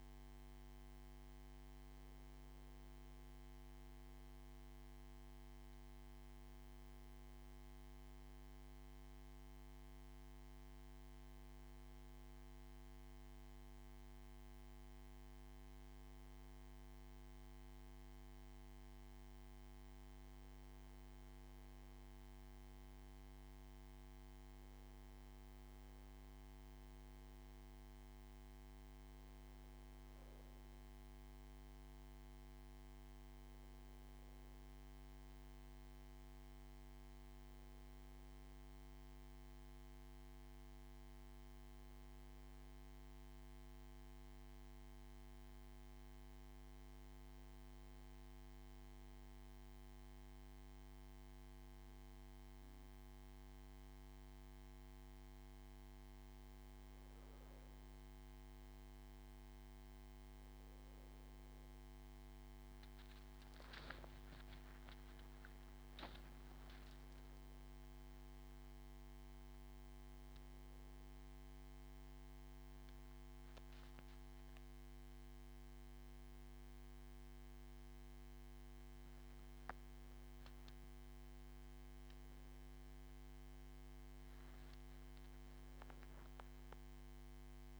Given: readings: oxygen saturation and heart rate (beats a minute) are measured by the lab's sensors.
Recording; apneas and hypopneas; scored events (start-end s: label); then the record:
breathing in sleep, hard to hear, by a microphone on the trachea; 1
43.50-57.00 s: hypopnea (oxygen 97% before, 96% lowest)
63.50-67.00 s: arousal
From the record:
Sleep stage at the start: N2 (light sleep); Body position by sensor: on the back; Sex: male